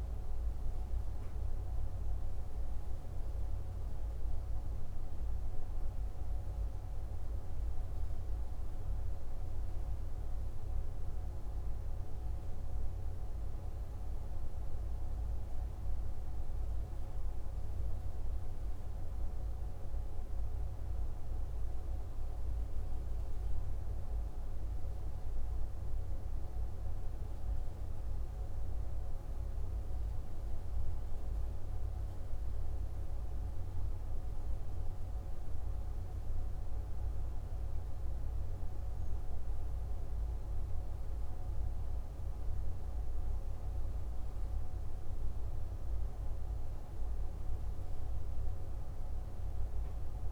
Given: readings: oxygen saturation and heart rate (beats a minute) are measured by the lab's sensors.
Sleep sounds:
breathing in sleep, hard to hear, by a room microphone; none
none scored
From the record:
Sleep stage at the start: N2 (light sleep); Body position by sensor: on the left side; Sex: male

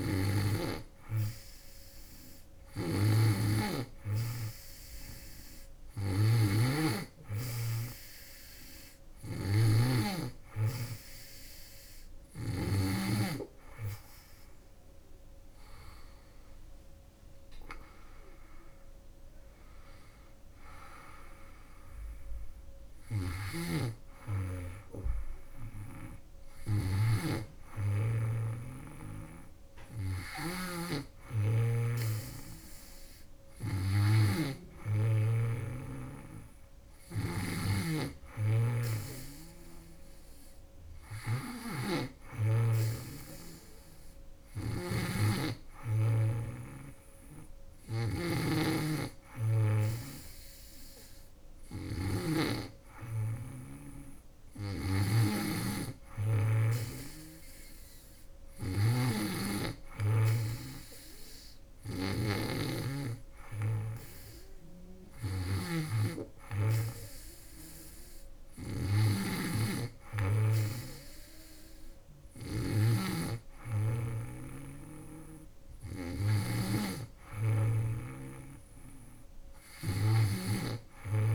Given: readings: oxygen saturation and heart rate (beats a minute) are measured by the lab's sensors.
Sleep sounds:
breathing in sleep by a room microphone; none
2.00-12.50 s: snoring (device-marked)
22.50-81.35 s: snoring (device-marked)
From the record:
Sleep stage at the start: N2 (light sleep); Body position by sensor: on the back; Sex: female

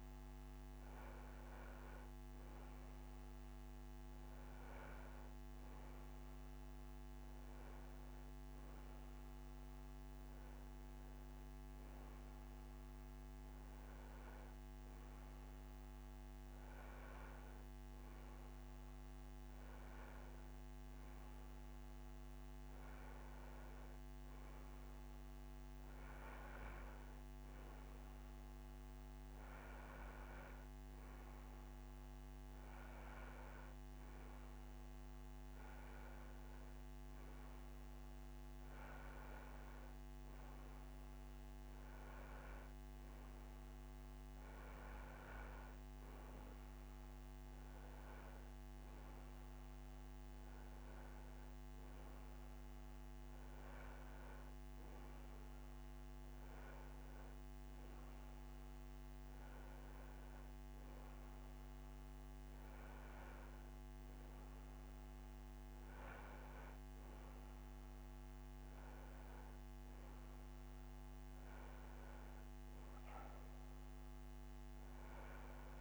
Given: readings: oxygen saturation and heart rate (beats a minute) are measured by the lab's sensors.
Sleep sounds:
breathing in sleep, hard to hear, by a microphone on the trachea; none
none scored
From the record:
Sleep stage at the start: N2 (light sleep); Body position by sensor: on the right side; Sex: male

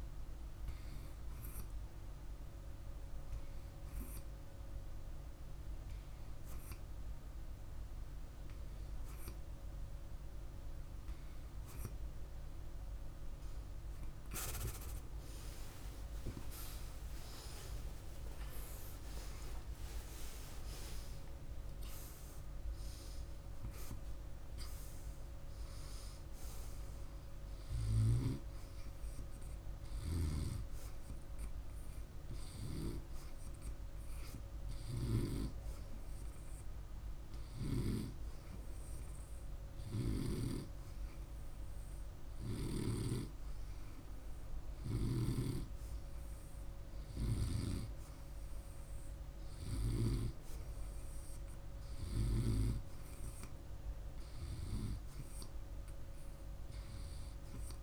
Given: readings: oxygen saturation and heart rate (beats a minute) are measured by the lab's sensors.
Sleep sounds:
breathing in sleep by a room microphone; 2
1.00-13.00 s: hypopnea (oxygen 98% before, 96% lowest, heart rate 53 before, 51 extreme, up 40 after)
15.50-20.50 s: arousal
35.00-46.50 s: hypopnea (oxygen 99% before, 97% lowest, heart rate 66 before, 47 extreme, up 6 after)
48.50-52.50 s: arousal
From the record:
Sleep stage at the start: N2 (light sleep); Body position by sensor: on the right side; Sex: male

